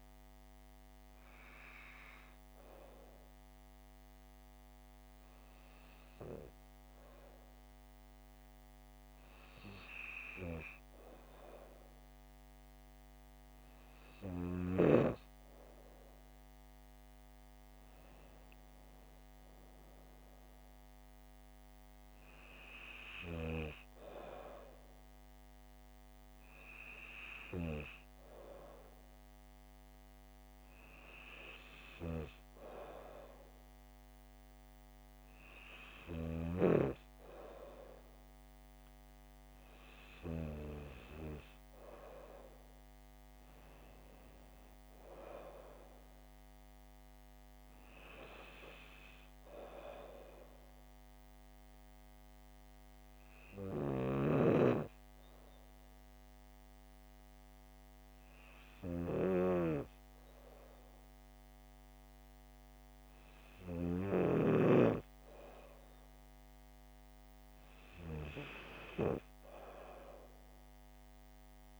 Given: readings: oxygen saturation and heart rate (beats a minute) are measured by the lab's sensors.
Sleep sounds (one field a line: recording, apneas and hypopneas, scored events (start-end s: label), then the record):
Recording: breathing in sleep by a microphone on the trachea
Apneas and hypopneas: 1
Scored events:
51.00-65.50 s: hypopnea (oxygen 97% before, 95% lowest, heart rate 67 before, 64 extreme, up 5 after)
66.50-69.00 s: arousal
From the record:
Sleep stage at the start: N2 (light sleep)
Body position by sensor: on the back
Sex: female